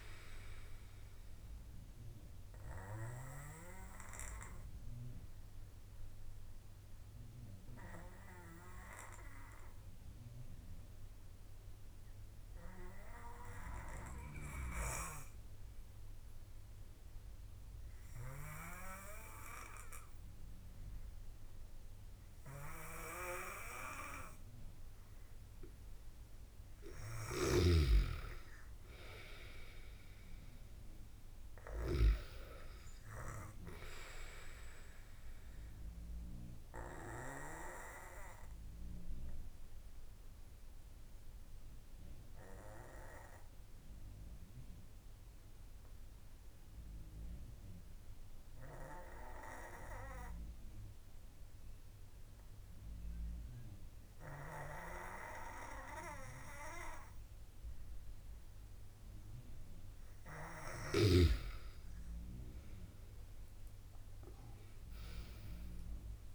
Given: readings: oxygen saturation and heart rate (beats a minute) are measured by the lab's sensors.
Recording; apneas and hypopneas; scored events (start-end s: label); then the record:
breathing in sleep by a room microphone; 2
0.00-14.00 s: oxygen desaturation (device-marked, oxygen 92% lowest)
2.00-26.00 s: obstructive apnea (oxygen 97% before, 92% lowest)
27.00-31.00 s: arousal
37.00-60.00 s: obstructive apnea (oxygen 97% before, 92% lowest)
62.00-66.35 s: arousal
62.00-66.35 s: oxygen desaturation (device-marked, oxygen 97% before, 92% lowest)
From the record:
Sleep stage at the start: N2 (light sleep); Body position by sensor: on the back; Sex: male